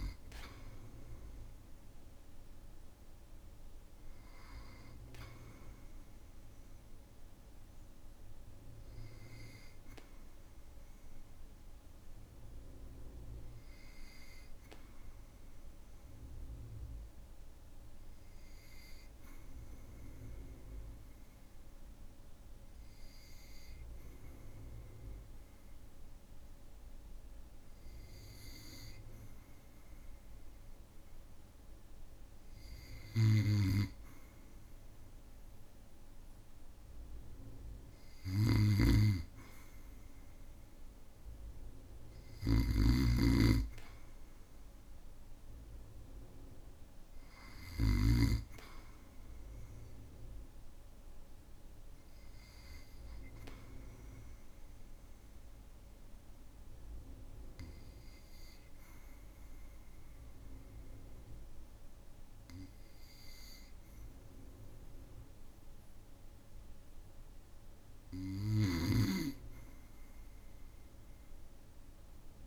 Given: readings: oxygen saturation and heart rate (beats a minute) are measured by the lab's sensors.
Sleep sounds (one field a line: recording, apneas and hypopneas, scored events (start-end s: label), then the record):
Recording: breathing in sleep by a room microphone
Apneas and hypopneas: 2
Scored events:
15.50-30.50 s: obstructive apnea (oxygen 96% before, 93% lowest, heart rate 55 before, 54 extreme, up 3 after)
32.50-36.50 s: arousal
38.50-48.00 s: snoring (device-marked)
48.00-72.47 s: oxygen desaturation (device-marked, oxygen 97% before, 93% lowest, heart rate 57 before, 55 extreme)
53.50-67.00 s: obstructive apnea (oxygen 97% before, 93% lowest, heart rate 58 before, 55 extreme, up 3 after)
69.00-71.50 s: arousal
From the record:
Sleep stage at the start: N2 (light sleep)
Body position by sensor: on the back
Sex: male